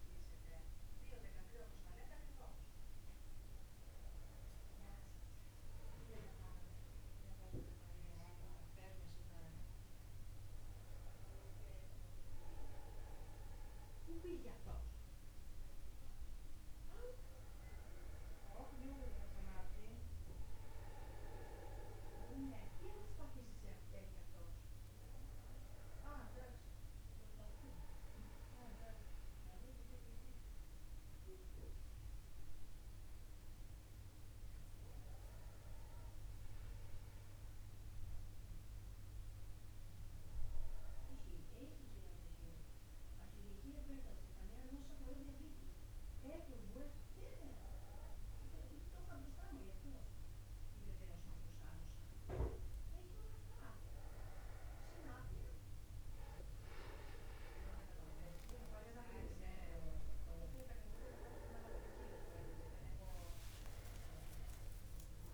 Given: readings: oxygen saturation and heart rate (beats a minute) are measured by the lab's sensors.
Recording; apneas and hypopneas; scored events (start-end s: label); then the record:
a person partly awake in a sleep study, by a room microphone; 1
0.50-60.50 s: new sleep stage, N1 (lightest sleep)
25.50-51.50 s: obstructive apnea (oxygen 98% before, 95% lowest, heart rate 50 before, 45 extreme, up 0 after)
60.50-65.34 s: new sleep stage, awake
From the record:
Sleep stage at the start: awake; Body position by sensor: upright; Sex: male